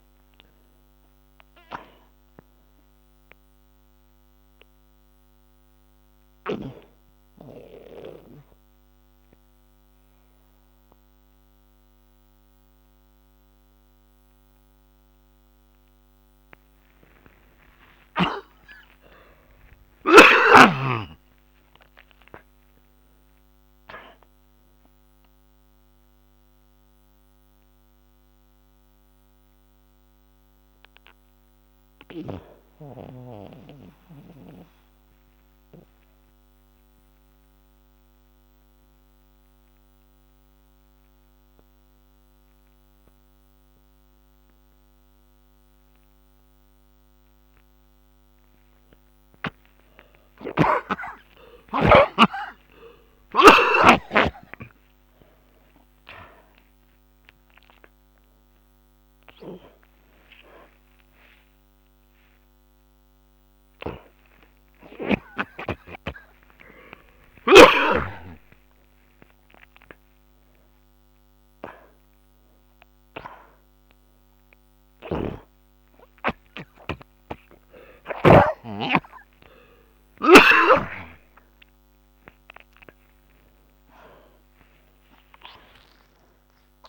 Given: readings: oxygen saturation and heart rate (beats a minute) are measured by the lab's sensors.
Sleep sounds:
a person partly awake in a sleep study, by a microphone on the trachea; 2
0.00-1.00 s: arousal
4.00-19.00 s: oxygen desaturation (device-marked, oxygen 92% before, 76% lowest, heart rate 58 before, 51 extreme)
4.50-16.00 s: obstructive apnea (oxygen 94% before, 67% lowest, heart rate 58 before, 53 extreme, up 16 after)
17.50-22.00 s: arousal
26.50-49.50 s: obstructive apnea (oxygen 92% before, 67% lowest, heart rate 63 before, 51 extreme, up 30 after)
32.00-51.00 s: oxygen desaturation (device-marked, oxygen 91% before, 75% lowest, heart rate 65 before, 51 extreme)
50.50-54.00 s: snoring (device-marked)
52.00-86.89 s: new sleep stage, awake
60.00-77.00 s: oxygen desaturation (device-marked, oxygen 94% before, 67% lowest, heart rate 64 before, 37 extreme)
75.00-78.50 s: snoring (device-marked)
From the record:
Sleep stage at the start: N2 (light sleep); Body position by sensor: on the back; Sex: male

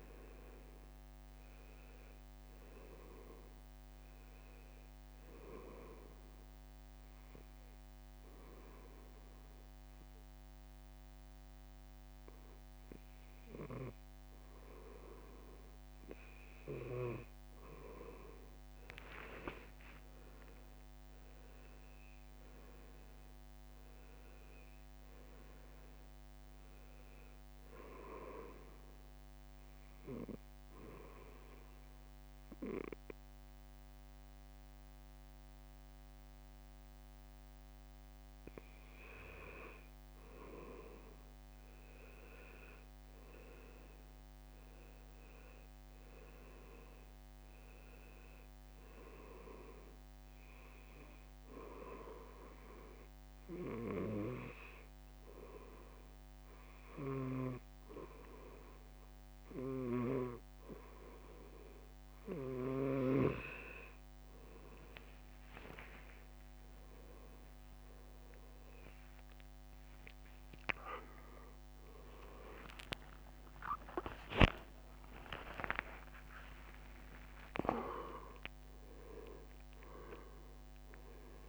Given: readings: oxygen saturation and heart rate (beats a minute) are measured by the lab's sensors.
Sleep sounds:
a person partly awake in a sleep study, by a microphone on the trachea; 3
7.00-17.00 s: obstructive apnea (oxygen 95% before, 92% lowest, heart rate 71 before, 66 extreme, up 5 after)
18.50-22.50 s: arousal
19.00-21.00 s: leg movement (device-marked)
29.00-39.00 s: obstructive apnea (oxygen 96% before, 92% lowest, heart rate 70 before, 66 extreme, up 4 after)
29.00-42.00 s: oxygen desaturation (device-marked, oxygen 96% before, 92% lowest, heart rate 70 before, 66 extreme)
42.00-46.00 s: arousal
52.00-63.50 s: hypopnea (oxygen 96% before, 93% lowest, heart rate 68 before, 69 extreme, up 7 after)
58.00-81.49 s: new sleep stage, awake
69.50-79.00 s: leg movement (device-marked)
71.00-78.00 s: tachycardia (device-marked, heart rate 69 before, 130 extreme)
72.00-81.49 s: drop in pulse transit time (device-marked, heart rate 71 before, 77 extreme)
73.50-75.50 s: long interval between heartbeats (device-marked, heart rate 71 before, 88 extreme)
75.50-77.50 s: long interval between heartbeats (device-marked, heart rate 74 before, 126 extreme)
79.50-81.49 s: leg movement (device-marked)
From the record:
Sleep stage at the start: N2 (light sleep); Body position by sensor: on the back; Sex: male

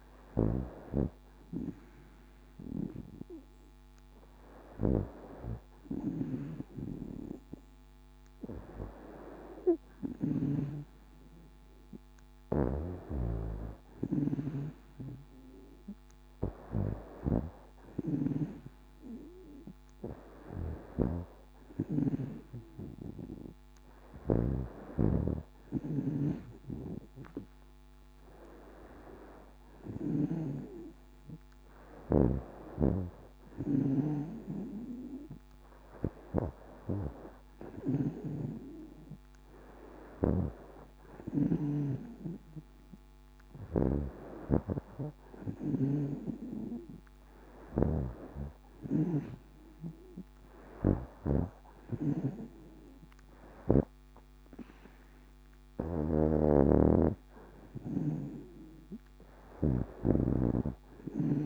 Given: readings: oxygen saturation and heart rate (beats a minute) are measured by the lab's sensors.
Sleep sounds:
breathing in sleep by a microphone on the trachea; none
10.00-14.00 s: snoring (device-marked)
24.00-41.50 s: snoring (device-marked)
43.50-51.00 s: snoring (device-marked)
55.50-61.46 s: snoring (device-marked)
From the record:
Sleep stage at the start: N2 (light sleep); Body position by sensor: on the back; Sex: female

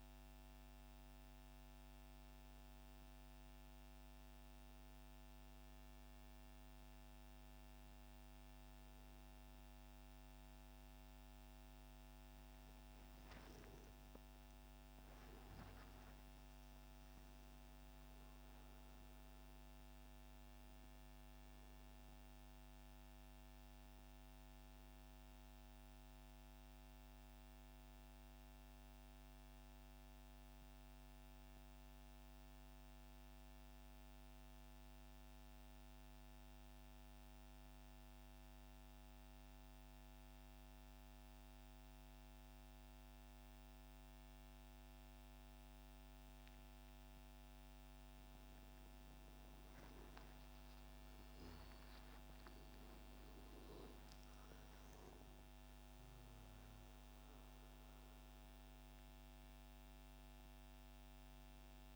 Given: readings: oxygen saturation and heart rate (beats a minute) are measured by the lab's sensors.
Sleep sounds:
breathing in sleep, hard to hear, by a microphone on the trachea; 1
0.00-12.00 s: oxygen desaturation (device-marked, oxygen 91% lowest, heart rate 66 extreme)
13.50-17.00 s: arousal
28.00-47.50 s: central apnea (oxygen 99% before, 91% lowest, heart rate 94 before, 89 extreme, up 18 after)
45.00-61.96 s: oxygen desaturation (device-marked, oxygen 98% before, 91% lowest, heart rate 129 before, 58 extreme)
50.00-54.50 s: arousal
From the record:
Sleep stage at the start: N2 (light sleep); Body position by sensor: on the back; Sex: male

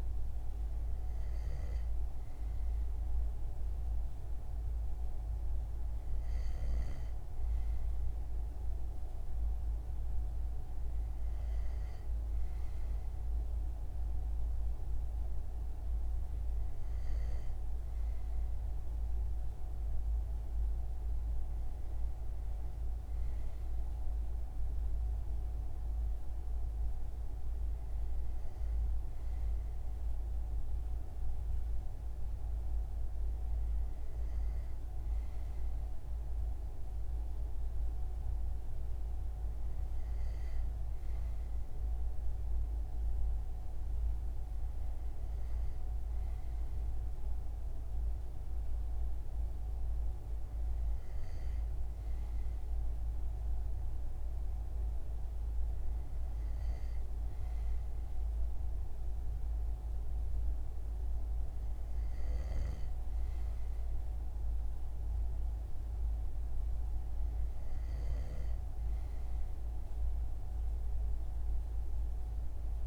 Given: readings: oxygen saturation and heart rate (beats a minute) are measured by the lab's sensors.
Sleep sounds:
breathing in sleep, hard to hear, by a room microphone; none
61.50-68.00 s: snoring (device-marked)
From the record:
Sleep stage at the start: N2 (light sleep); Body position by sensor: on the front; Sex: male

